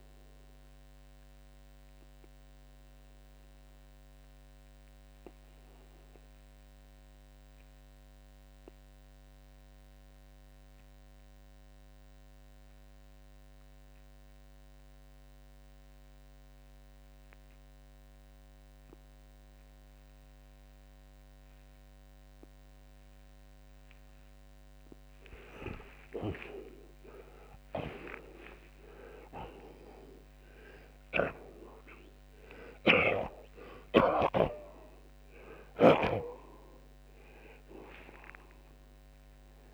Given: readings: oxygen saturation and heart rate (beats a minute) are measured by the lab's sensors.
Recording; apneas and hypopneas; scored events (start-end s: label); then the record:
breathing in sleep by a microphone on the trachea; 1
0.50-24.50 s: obstructive apnea (oxygen 89% before, 78% lowest, heart rate 108 before, 53 extreme, up 50 after)
10.00-28.00 s: oxygen desaturation (device-marked, oxygen 89% before, 78% lowest, heart rate 90 before, 53 extreme)
25.50-31.00 s: snoring (device-marked)
28.00-35.50 s: arousal
From the record:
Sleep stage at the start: N2 (light sleep); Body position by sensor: on the left side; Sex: male